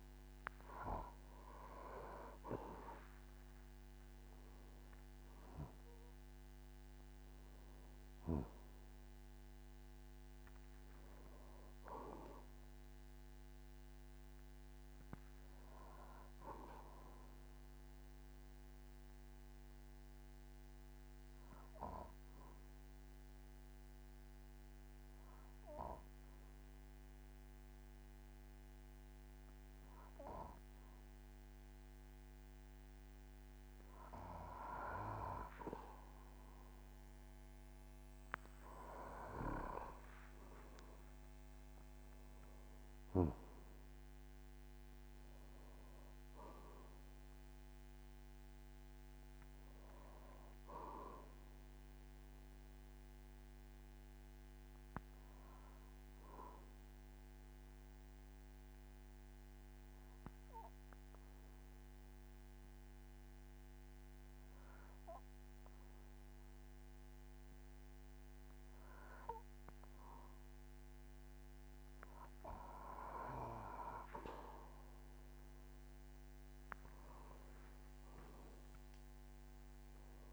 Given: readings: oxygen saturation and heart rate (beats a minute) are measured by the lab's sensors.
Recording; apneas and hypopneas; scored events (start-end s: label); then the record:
breathing in sleep by a microphone on the trachea; 2
0.00-21.50 s: oxygen desaturation (device-marked, oxygen 93% lowest, heart rate 47 extreme)
3.50-9.50 s: tachycardia (device-marked, heart rate 53 before, 130 extreme)
4.50-6.50 s: long interval between heartbeats (device-marked, heart rate 52 before, 80 extreme)
7.00-9.00 s: long interval between heartbeats (device-marked, heart rate 56 before, 109 extreme)
8.50-12.00 s: arousal
9.00-11.00 s: long interval between heartbeats (device-marked, heart rate 62 before, 129 extreme)
17.50-33.00 s: obstructive apnea (oxygen 97% before, 93% lowest, heart rate 78 before, 47 extreme, up 7 after)
40.50-68.50 s: oxygen desaturation (device-marked, oxygen 98% before, 93% lowest, heart rate 50 before, 46 extreme)
41.00-46.00 s: arousal
55.50-71.00 s: obstructive apnea (oxygen 98% before, 93% lowest, heart rate 56 before, 47 extreme, up 11 after)
74.50-80.33 s: arousal
From the record:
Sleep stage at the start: N2 (light sleep); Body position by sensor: on the back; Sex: male